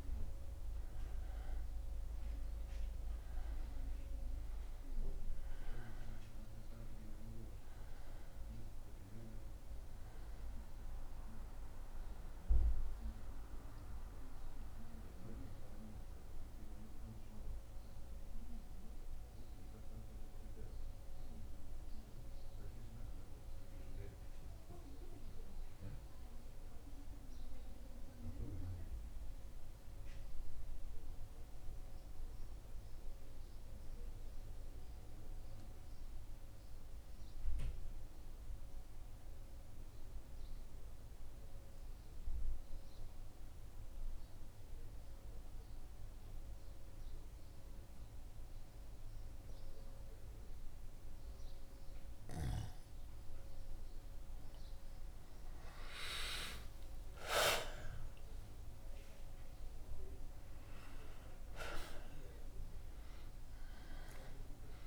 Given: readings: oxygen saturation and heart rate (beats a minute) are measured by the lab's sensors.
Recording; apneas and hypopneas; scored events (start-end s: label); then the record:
breathing in sleep by a room microphone; 1
19.00-52.00 s: central apnea (oxygen 96% before, 91% lowest, heart rate 76 before, 73 extreme, up 3 after)
32.50-51.50 s: oxygen desaturation (device-marked, oxygen 95% before, 91% lowest, heart rate 76 before, 73 extreme)
54.50-59.50 s: arousal
From the record:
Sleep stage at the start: N2 (light sleep); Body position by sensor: on the back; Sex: male